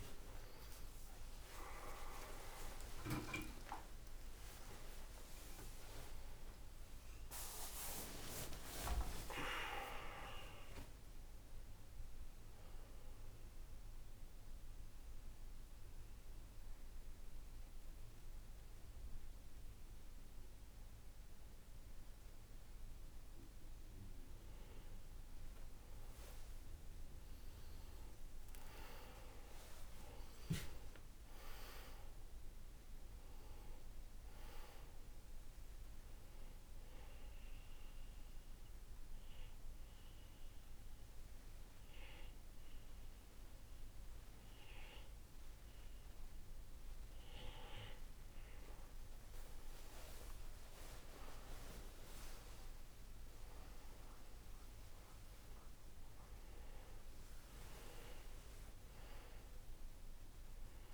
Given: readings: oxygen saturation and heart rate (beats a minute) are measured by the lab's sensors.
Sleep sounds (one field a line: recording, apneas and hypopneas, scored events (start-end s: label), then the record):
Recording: breathing in sleep by a room microphone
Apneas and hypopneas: 2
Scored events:
0.00-1.00 s: arousal
0.00-13.50 s: oxygen desaturation (device-marked, oxygen 93% lowest, heart rate 63 extreme)
13.00-24.50 s: obstructive apnea (oxygen 96% before, 91% lowest, heart rate 72 before, 55 extreme, up 7 after)
27.00-31.50 s: arousal
30.50-44.50 s: oxygen desaturation (device-marked, oxygen 97% before, 91% lowest, heart rate 72 before, 55 extreme)
37.00-48.00 s: obstructive apnea (oxygen 98% before, 90% lowest, heart rate 69 before, 58 extreme, up 20 after)
49.50-53.00 s: arousal
54.50-60.94 s: oxygen desaturation (device-marked, oxygen 97% before, 93% lowest, heart rate 64 before, 61 extreme)
From the record:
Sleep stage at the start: N2 (light sleep)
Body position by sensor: on the back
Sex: male